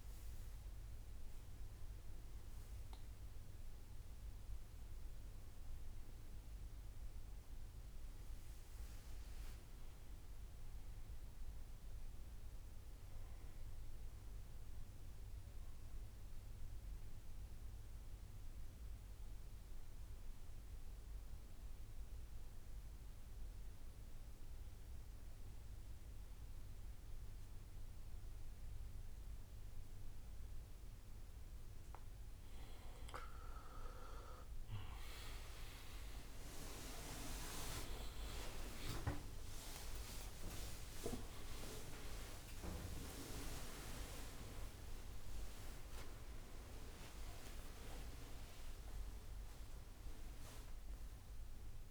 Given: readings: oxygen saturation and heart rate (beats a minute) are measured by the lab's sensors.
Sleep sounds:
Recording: breathing in sleep by a room microphone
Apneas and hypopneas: 1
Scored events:
0.00-1.50 s: oxygen desaturation (device-marked, oxygen 89% lowest, heart rate 59 extreme)
10.50-14.00 s: arousal
15.50-19.50 s: bradycardia (device-marked, heart rate 68 before, 59 extreme)
16.00-32.00 s: obstructive apnea (oxygen 99% before, 88% lowest, heart rate 65 before, 59 extreme, up 18 after)
32.50-51.91 s: oxygen desaturation (device-marked, oxygen 98% before, 88% lowest, heart rate 62 before, 65 extreme)
39.50-51.91 s: drop in pulse transit time (device-marked, heart rate 63 before, 78 extreme)
41.00-43.00 s: long interval between heartbeats (device-marked, heart rate 64 before, 94 extreme)
47.50-49.50 s: long interval between heartbeats (device-marked, heart rate 77 before, 95 extreme)
48.50-51.91 s: new sleep stage, awake
From the record:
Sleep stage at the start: N2 (light sleep)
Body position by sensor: on the back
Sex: male

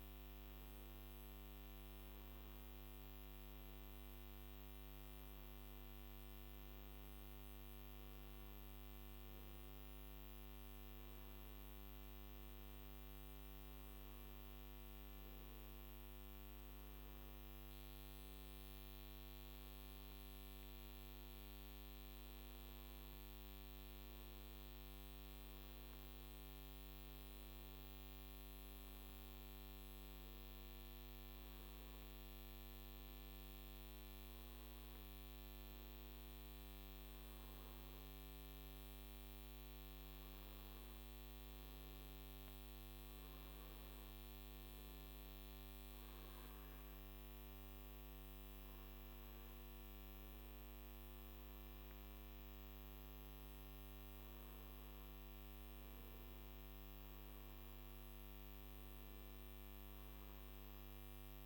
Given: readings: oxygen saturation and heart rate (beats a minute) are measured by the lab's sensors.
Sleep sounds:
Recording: a person awake in a sleep study, hard to hear, by a microphone on the trachea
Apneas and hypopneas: none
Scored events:
31.00-61.45 s: new sleep stage, N2 (light sleep)
From the record:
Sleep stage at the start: awake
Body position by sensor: on the back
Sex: male

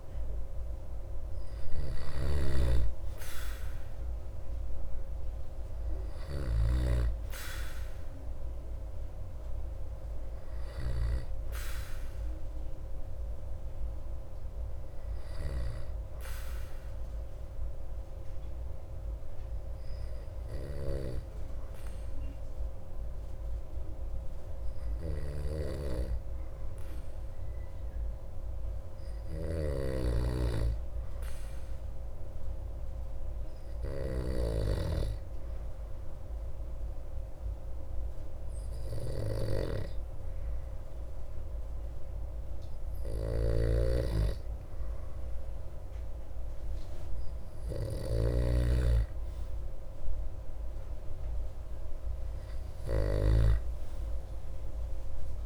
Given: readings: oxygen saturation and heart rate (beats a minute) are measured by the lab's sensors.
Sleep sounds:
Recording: breathing in sleep by a room microphone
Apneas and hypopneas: 1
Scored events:
0.00-2.50 s: arousal
0.00-8.50 s: oxygen desaturation (device-marked, oxygen 94% lowest)
2.00-7.00 s: snoring (device-marked)
17.50-29.00 s: hypopnea (oxygen 96% before, 93% lowest)
20.50-55.46 s: snoring (device-marked)
32.00-36.00 s: arousal
42.50-54.50 s: oxygen desaturation (device-marked, oxygen 96% before, 93% lowest)
From the record:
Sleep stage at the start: N2 (light sleep)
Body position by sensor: on the back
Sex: male

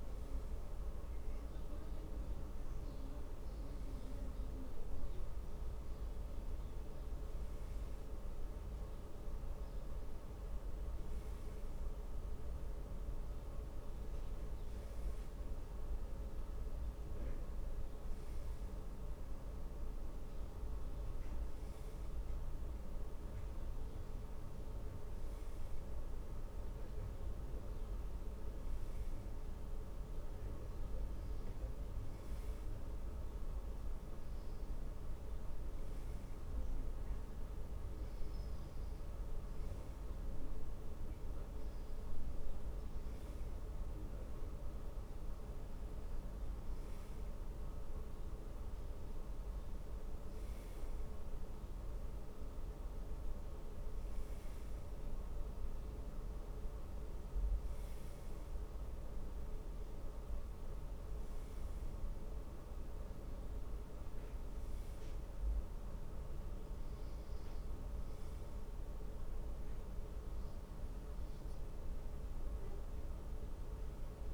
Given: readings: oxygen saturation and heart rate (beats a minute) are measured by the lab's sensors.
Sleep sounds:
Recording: breathing in sleep, hard to hear, by a room microphone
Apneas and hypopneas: none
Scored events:
33.00-74.34 s: new sleep stage, N2 (light sleep)
From the record:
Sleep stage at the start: N1 (lightest sleep)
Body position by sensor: on the back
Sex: male

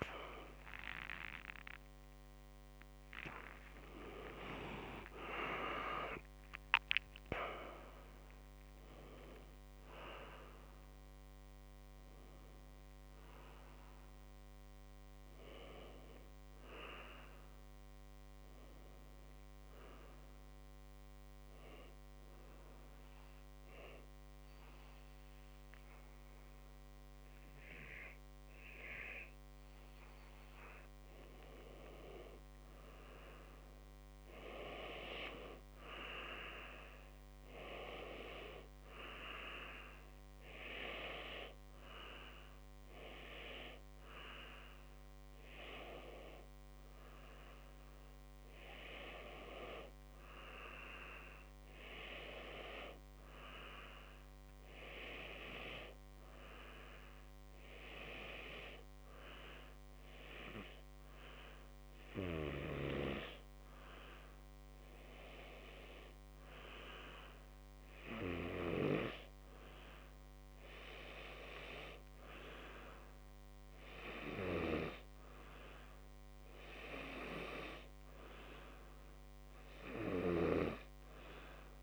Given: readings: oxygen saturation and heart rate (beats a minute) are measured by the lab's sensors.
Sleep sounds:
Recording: breathing in sleep by a microphone on the trachea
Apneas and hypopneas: 2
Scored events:
0.00-1.00 s: long interval between heartbeats (device-marked, heart rate 105 extreme)
0.00-4.00 s: arousal
0.00-6.00 s: tachycardia (device-marked, heart rate 188 extreme)
0.00-8.00 s: oxygen desaturation (device-marked, oxygen 89% lowest, heart rate 49 extreme)
2.00-4.00 s: long interval between heartbeats (device-marked, heart rate 74 before, 166 extreme)
22.50-32.50 s: obstructive apnea (oxygen 95% before, 91% lowest, heart rate 96 before, 49 extreme, up 13 after)
36.00-40.00 s: arousal
42.00-54.00 s: oxygen desaturation (device-marked, oxygen 97% before, 91% lowest, heart rate 57 before, 57 extreme)
56.50-67.00 s: hypopnea (oxygen 97% before, 91% lowest, heart rate 60 before, 57 extreme, up 5 after)
69.50-73.00 s: arousal
74.00-81.83 s: oxygen desaturation (device-marked, oxygen 94% before, 91% lowest, heart rate 59 before, 59 extreme)
From the record:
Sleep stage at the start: N2 (light sleep)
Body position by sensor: on the back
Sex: male

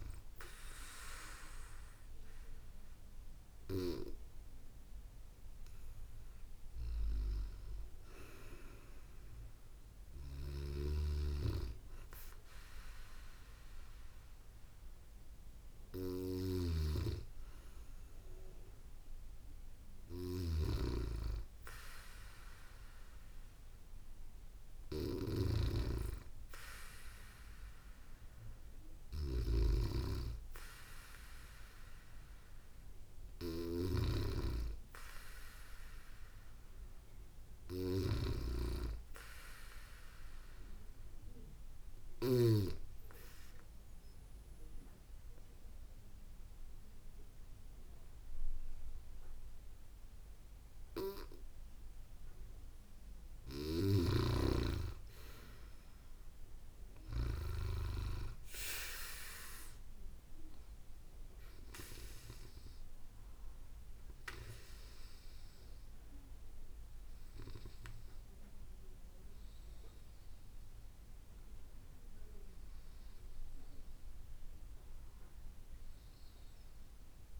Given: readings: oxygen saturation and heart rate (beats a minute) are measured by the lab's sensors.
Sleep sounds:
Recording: breathing in sleep by a room microphone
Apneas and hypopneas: 1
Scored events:
9.50-24.50 s: snoring (device-marked)
31.00-34.50 s: arousal
32.50-42.00 s: snoring (device-marked)
40.50-52.00 s: obstructive apnea (oxygen 97% before, 94% lowest, heart rate 68 before, 58 extreme, up 0 after)
52.00-54.00 s: bradycardia (device-marked, heart rate 71 before, 64 extreme)
54.50-57.50 s: arousal
From the record:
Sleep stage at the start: N2 (light sleep)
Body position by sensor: on the back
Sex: female

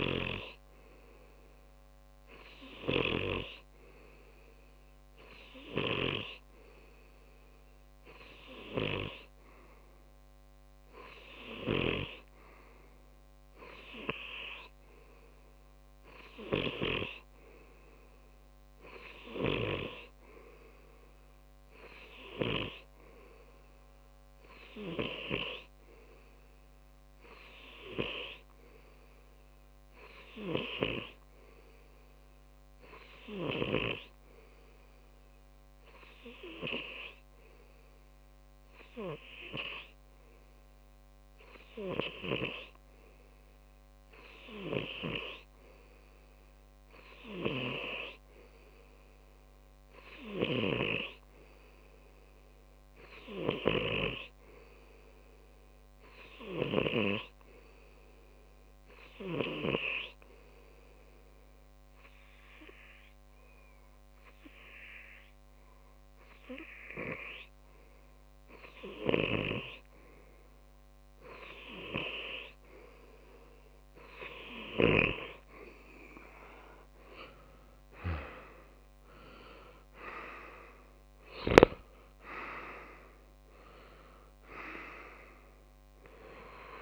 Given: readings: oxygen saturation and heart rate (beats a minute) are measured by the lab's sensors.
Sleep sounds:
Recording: breathing in sleep by a microphone on the trachea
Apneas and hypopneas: 1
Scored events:
0.00-65.00 s: tachycardia (device-marked)
1.00-3.00 s: long interval between heartbeats (device-marked, heart rate 176 before, 192 extreme)
4.00-6.00 s: long interval between heartbeats (device-marked, heart rate 181 before, 186 extreme)
7.00-9.00 s: long interval between heartbeats (device-marked, heart rate 183 before, 161 extreme)
9.50-11.50 s: long interval between heartbeats (device-marked, heart rate 182 before, 143 extreme)
13.00-15.00 s: long interval between heartbeats (device-marked, heart rate 176 before, 136 extreme)
15.50-17.50 s: long interval between heartbeats (device-marked, heart rate 171 before, 137 extreme)
18.50-20.50 s: long interval between heartbeats (device-marked, heart rate 165 before, 142 extreme)
21.00-23.00 s: long interval between heartbeats (device-marked, heart rate 160 before, 118 extreme)
23.50-25.50 s: long interval between heartbeats (device-marked, heart rate 153 before, 126 extreme)
28.50-30.50 s: long interval between heartbeats (device-marked, heart rate 138 before, 135 extreme)
30.50-32.50 s: long interval between heartbeats (device-marked, heart rate 136 before, 125 extreme)
32.50-34.50 s: long interval between heartbeats (device-marked, heart rate 134 before, 152 extreme)
35.50-37.50 s: long interval between heartbeats (device-marked, heart rate 136 before, 137 extreme)
39.00-41.00 s: long interval between heartbeats (device-marked, heart rate 135 before, 116 extreme)
41.50-43.50 s: long interval between heartbeats (device-marked, heart rate 132 before, 125 extreme)
47.50-49.50 s: long interval between heartbeats (device-marked, heart rate 139 before, 156 extreme)
54.00-56.00 s: long interval between heartbeats (device-marked, heart rate 146 before, 128 extreme)
56.50-58.50 s: long interval between heartbeats (device-marked, heart rate 145 before, 126 extreme)
57.50-71.50 s: hypopnea (oxygen 94% before, 90% lowest, heart rate 144 before, 75 extreme, up 15 after)
60.00-62.00 s: long interval between heartbeats (device-marked, heart rate 145 before, 133 extreme)
63.00-65.00 s: long interval between heartbeats (device-marked, heart rate 147 before, 126 extreme)
65.00-67.00 s: long interval between heartbeats (device-marked, heart rate 144 before, 117 extreme)
67.00-69.00 s: long interval between heartbeats (device-marked, heart rate 140 before, 98 extreme)
69.50-71.50 s: long interval between heartbeats (device-marked, heart rate 134 before, 96 extreme)
72.00-74.00 s: long interval between heartbeats (device-marked, heart rate 125 before, 86 extreme)
74.50-76.50 s: long interval between heartbeats (device-marked, heart rate 119 before, 95 extreme)
77.00-79.00 s: long interval between heartbeats (device-marked, heart rate 114 before, 83 extreme)
78.50-82.00 s: arousal
80.50-82.50 s: long interval between heartbeats (device-marked, heart rate 107 before, 78 extreme)
82.00-86.82 s: tachycardia (device-marked, heart rate 82 before, 156 extreme)
83.00-85.00 s: long interval between heartbeats (device-marked, heart rate 98 before, 91 extreme)
85.00-86.82 s: long interval between heartbeats (device-marked, heart rate 94 before, 108 extreme)
From the record:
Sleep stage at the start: N2 (light sleep)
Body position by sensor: on the left side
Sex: male

